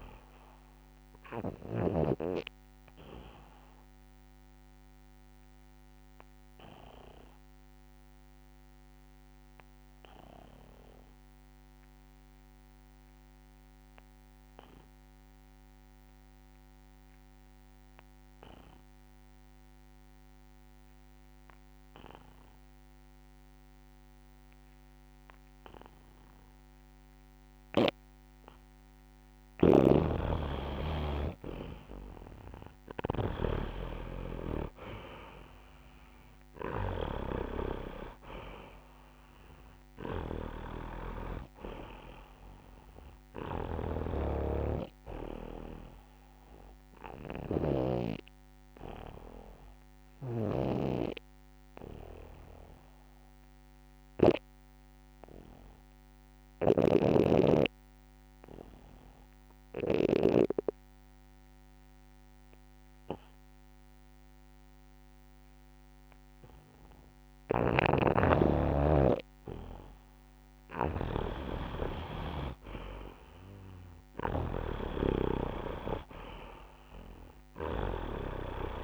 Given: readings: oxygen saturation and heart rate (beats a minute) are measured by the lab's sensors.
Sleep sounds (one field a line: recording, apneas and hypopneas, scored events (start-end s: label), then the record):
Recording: breathing in sleep by a microphone on the trachea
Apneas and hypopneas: 2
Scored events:
0.00-2.00 s: snoring (device-marked)
0.00-16.50 s: oxygen desaturation (device-marked, oxygen 89% lowest, heart rate 26 extreme)
5.00-7.00 s: long interval between heartbeats (device-marked, heart rate 66 before, 70 extreme)
5.00-28.50 s: obstructive apnea (oxygen 99% before, 84% lowest, heart rate 66 before, 26 extreme, up 12 after)
14.00-16.00 s: long interval between heartbeats (device-marked, heart rate 59 before, 67 extreme)
20.00-22.00 s: long interval between heartbeats (device-marked, heart rate 62 before, 59 extreme)
28.50-55.50 s: oxygen desaturation (device-marked, oxygen 98% before, 84% lowest, heart rate 56 before, 26 extreme)
29.00-50.50 s: snoring (device-marked)
30.00-32.00 s: long interval between heartbeats (device-marked, heart rate 56 before, 55 extreme)
31.50-35.50 s: arousal
44.00-46.00 s: long interval between heartbeats (device-marked, heart rate 46 before, 67 extreme)
47.50-49.50 s: long interval between heartbeats (device-marked, heart rate 49 before, 59 extreme)
47.50-66.50 s: obstructive apnea (oxygen 98% before, 84% lowest)
50.00-52.00 s: long interval between heartbeats (device-marked, heart rate 50 before, 50 extreme)
56.50-60.00 s: snoring (device-marked)
59.00-61.00 s: long interval between heartbeats (device-marked, heart rate 55 before, 68 extreme)
61.50-63.50 s: long interval between heartbeats (device-marked, heart rate 58 before, 59 extreme)
67.00-78.84 s: snoring (device-marked)
68.00-70.00 s: long interval between heartbeats (device-marked, heart rate 55 before, 54 extreme)
68.00-71.50 s: arousal
70.50-72.50 s: long interval between heartbeats (device-marked, heart rate 55 before, 55 extreme)
72.50-78.84 s: oxygen desaturation (device-marked, oxygen 97% before, 86% lowest)
75.00-77.00 s: long interval between heartbeats (device-marked, heart rate 55 before, 42 extreme)
From the record:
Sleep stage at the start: N2 (light sleep)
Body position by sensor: on the back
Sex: male